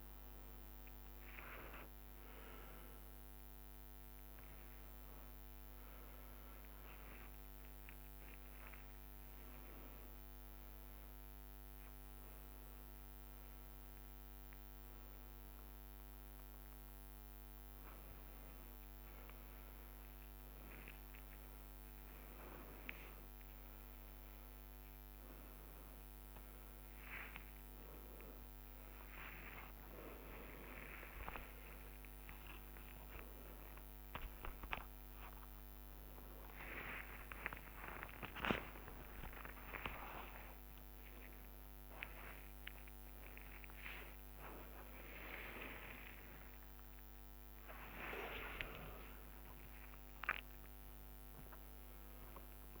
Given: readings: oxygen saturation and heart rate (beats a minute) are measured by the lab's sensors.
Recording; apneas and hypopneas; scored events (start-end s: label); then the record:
a person awake in a sleep study, by a microphone on the trachea; none
0.00-5.00 s: tachycardia (device-marked, heart rate 111 extreme)
2.50-4.50 s: long interval between heartbeats (device-marked, heart rate 116 before, 102 extreme)
5.00-14.00 s: drop in pulse transit time (device-marked, heart rate 112 before, 93 extreme)
9.00-11.00 s: long interval between heartbeats (device-marked, heart rate 109 before, 97 extreme)
15.00-20.00 s: tachycardia (device-marked, heart rate 81 before, 104 extreme)
26.00-28.00 s: long interval between heartbeats (device-marked, heart rate 98 before, 93 extreme)
26.00-42.00 s: tachycardia (device-marked, heart rate 82 before, 152 extreme)
29.00-31.00 s: long interval between heartbeats (device-marked, heart rate 96 before, 118 extreme)
32.00-34.00 s: long interval between heartbeats (device-marked, heart rate 100 before, 132 extreme)
34.50-36.50 s: long interval between heartbeats (device-marked, heart rate 104 before, 132 extreme)
38.50-40.50 s: long interval between heartbeats (device-marked, heart rate 113 before, 147 extreme)
41.50-43.50 s: long interval between heartbeats (device-marked, heart rate 119 before, 143 extreme)
45.00-51.00 s: tachycardia (device-marked, heart rate 84 before, 107 extreme)
47.00-52.00 s: drop in pulse transit time (device-marked, heart rate 126 before, 93 extreme)
49.00-51.00 s: long interval between heartbeats (device-marked, heart rate 127 before, 106 extreme)
From the record:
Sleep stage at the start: awake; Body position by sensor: upright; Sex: male